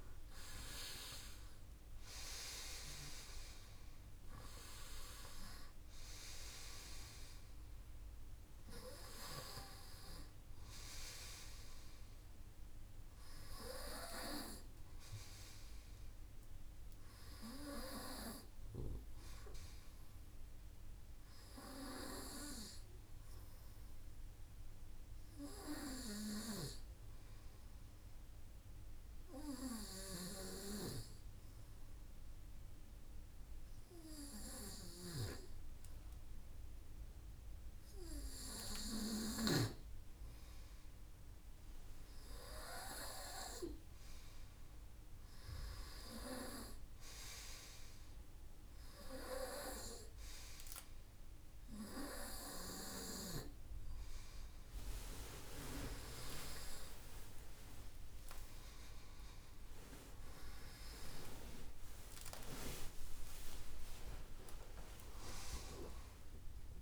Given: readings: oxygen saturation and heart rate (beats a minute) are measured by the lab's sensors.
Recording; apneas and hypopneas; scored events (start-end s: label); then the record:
breathing in sleep by a room microphone; 1
27.00-38.00 s: hypopnea (oxygen 95% before, 94% lowest, heart rate 59 before, 56 extreme, up 2 after)
54.00-58.00 s: arousal
63.50-66.82 s: new sleep stage, N1 (lightest sleep)
From the record:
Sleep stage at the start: N2 (light sleep); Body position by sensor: on the right side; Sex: male